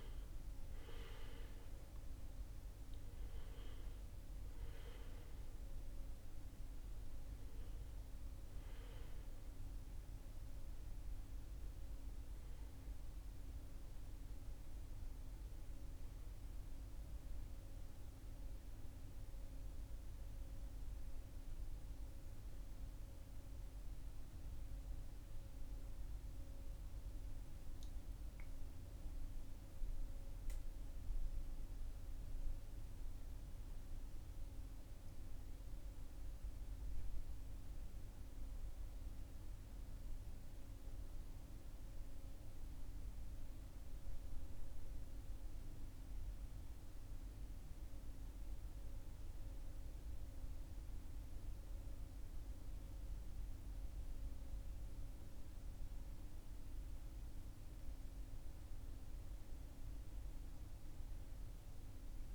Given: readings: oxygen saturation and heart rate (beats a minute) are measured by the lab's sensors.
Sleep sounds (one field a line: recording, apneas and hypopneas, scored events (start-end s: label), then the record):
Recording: breathing in sleep, hard to hear, by a room microphone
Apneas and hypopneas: 1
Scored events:
24.00-38.00 s: oxygen desaturation (device-marked, oxygen 95% before, 89% lowest, heart rate 46 before, 39 extreme)
25.50-56.50 s: mixed apnea (oxygen 97% before, 89% lowest, heart rate 46 before, 39 extreme, up 1 after)
59.00-62.35 s: arousal
From the record:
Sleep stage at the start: N2 (light sleep)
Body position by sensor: on the back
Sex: male